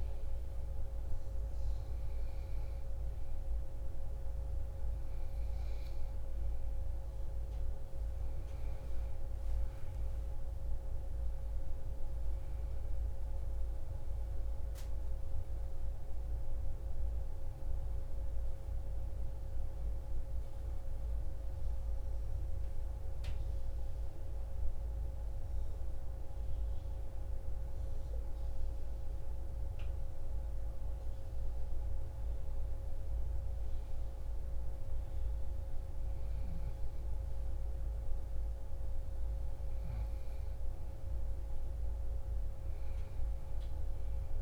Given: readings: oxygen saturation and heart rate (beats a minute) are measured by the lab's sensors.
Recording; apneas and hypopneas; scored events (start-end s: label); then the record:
breathing in sleep, hard to hear, by a room microphone; none
11.00-15.00 s: arousal
From the record:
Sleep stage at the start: N2 (light sleep); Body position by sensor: on the back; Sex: female